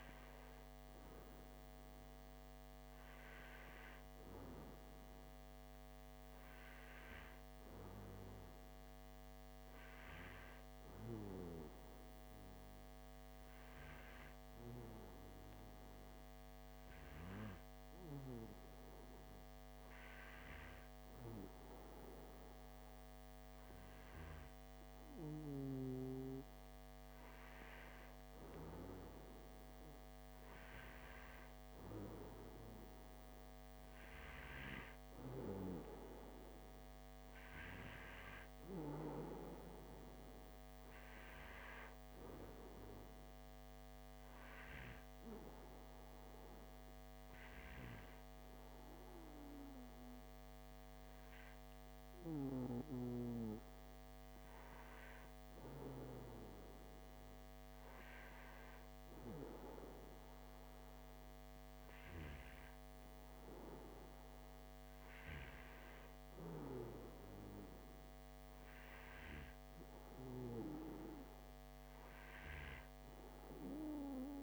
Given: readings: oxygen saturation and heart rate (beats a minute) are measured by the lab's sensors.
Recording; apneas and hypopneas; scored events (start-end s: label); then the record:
breathing in sleep by a microphone on the trachea; 1
13.50-25.50 s: hypopnea (oxygen 95% before, 93% lowest)
28.00-33.00 s: arousal
From the record:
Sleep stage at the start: N2 (light sleep); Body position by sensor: on the back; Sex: male